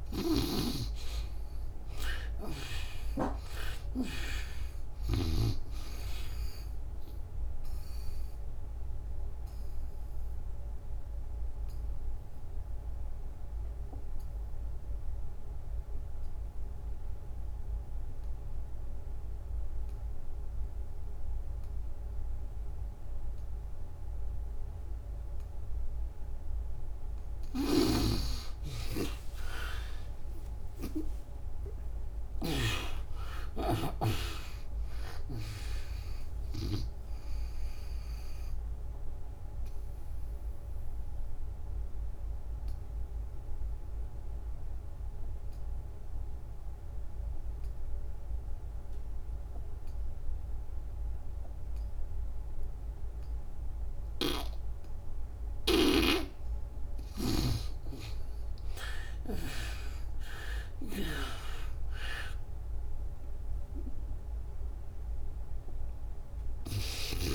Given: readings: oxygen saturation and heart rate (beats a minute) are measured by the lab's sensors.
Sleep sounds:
breathing in sleep by a room microphone; 2
0.00-3.00 s: arousal
3.00-21.00 s: oxygen desaturation (device-marked, oxygen 94% before, 79% lowest, heart rate 69 before, 65 extreme)
8.00-26.50 s: obstructive apnea (oxygen 94% before, 71% lowest, heart rate 76 before, 65 extreme)
27.50-32.50 s: snoring (device-marked)
29.00-33.50 s: arousal
35.00-55.00 s: oxygen desaturation (device-marked, oxygen 94% before, 71% lowest, heart rate 88 before, 65 extreme)
39.50-55.50 s: obstructive apnea (oxygen 94% before, 69% lowest, heart rate 100 before, 65 extreme, up 33 after)
55.50-61.00 s: snoring (device-marked)
59.50-64.50 s: arousal
62.00-67.35 s: oxygen desaturation (device-marked, oxygen 88% before, 74% lowest, heart rate 72 before, 65 extreme)
From the record:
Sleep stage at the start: N2 (light sleep); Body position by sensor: on the back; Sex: female

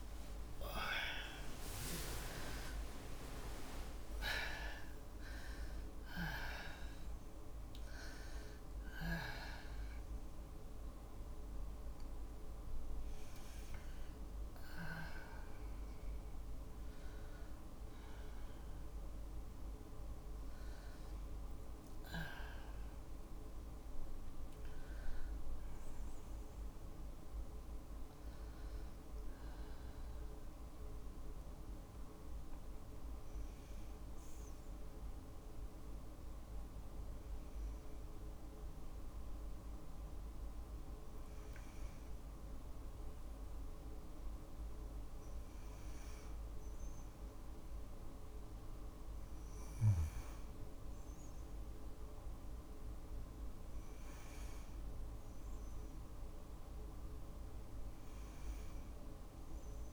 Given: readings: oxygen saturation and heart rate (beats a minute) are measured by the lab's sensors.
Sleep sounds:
a person awake in a sleep study, by a room microphone; none
0.00-3.00 s: tachycardia (device-marked, heart rate 112 extreme)
From the record:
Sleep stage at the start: awake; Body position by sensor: on the back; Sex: female

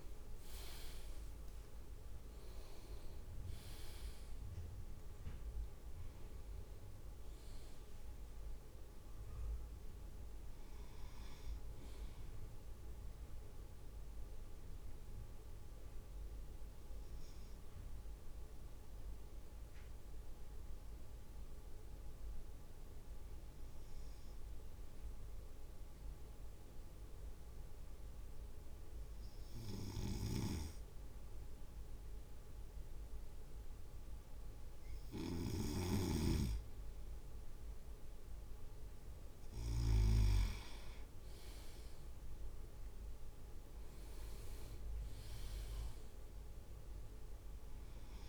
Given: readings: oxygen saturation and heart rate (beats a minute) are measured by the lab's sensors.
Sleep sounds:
breathing in sleep by a room microphone; 1
2.00-4.00 s: leg movement (device-marked)
9.00-12.50 s: arousal
16.00-36.50 s: obstructive apnea (oxygen 98% before, 97% lowest)
30.00-40.00 s: snoring (device-marked)
42.00-45.50 s: arousal
From the record:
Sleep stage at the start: N2 (light sleep); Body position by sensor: on the right side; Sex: male

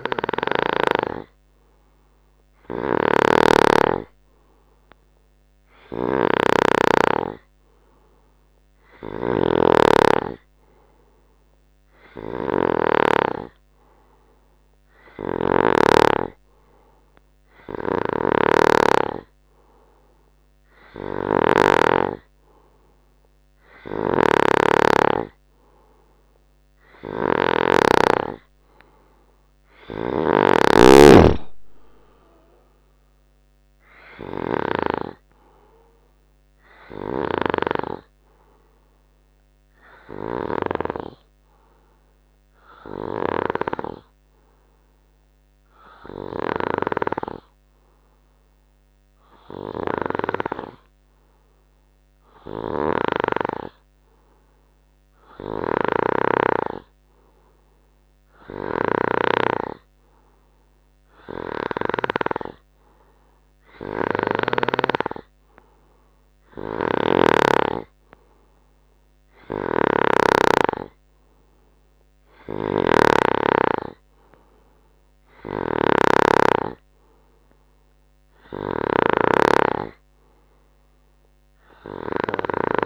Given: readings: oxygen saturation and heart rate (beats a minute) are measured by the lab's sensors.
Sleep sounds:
breathing in sleep by a microphone on the trachea; none
0.00-1.00 s: snoring (device-marked)
3.00-16.00 s: snoring (device-marked)
18.00-22.00 s: snoring (device-marked)
24.00-28.00 s: snoring (device-marked)
30.00-35.00 s: snoring (device-marked)
35.50-48.50 s: oxygen desaturation (device-marked, oxygen 96% before, 93% lowest, heart rate 72 before, 69 extreme)
50.00-53.50 s: snoring (device-marked)
55.50-65.00 s: snoring (device-marked)
67.00-70.50 s: snoring (device-marked)
72.50-82.86 s: snoring (device-marked)
From the record:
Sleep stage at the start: N2 (light sleep); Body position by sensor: on the right side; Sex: male

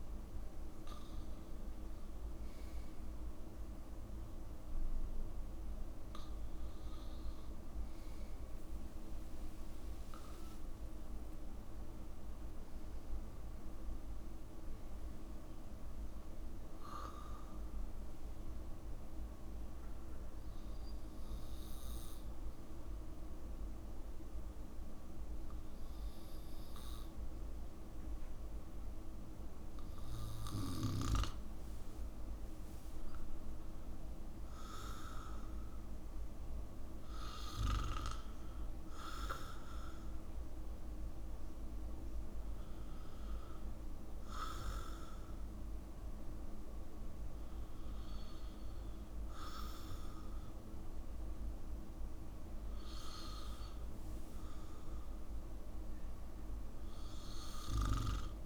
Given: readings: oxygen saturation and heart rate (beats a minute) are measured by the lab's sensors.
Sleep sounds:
breathing in sleep by a room microphone; 1
10.50-14.00 s: arousal
17.50-31.00 s: obstructive apnea (oxygen 95% before, 93% lowest, heart rate 66 before, 57 extreme, up 15 after)
33.00-36.50 s: arousal
From the record:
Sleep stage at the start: N2 (light sleep); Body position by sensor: on the back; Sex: male

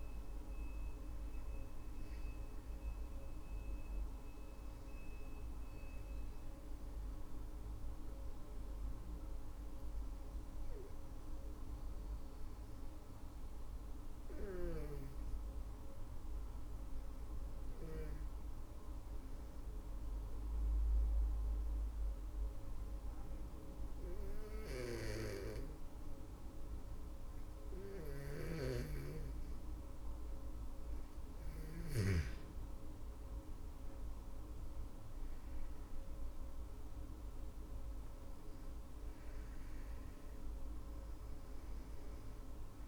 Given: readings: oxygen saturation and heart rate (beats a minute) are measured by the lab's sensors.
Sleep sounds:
breathing in sleep by a room microphone; 1
8.00-29.00 s: obstructive apnea (oxygen 99% before, 94% lowest, heart rate 56 before, 53 extreme, up 16 after)
27.00-42.87 s: oxygen desaturation (device-marked, oxygen 99% before, 94% lowest, heart rate 58 before, 54 extreme)
32.00-36.00 s: arousal
From the record:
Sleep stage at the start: N2 (light sleep); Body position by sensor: on the back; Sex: female

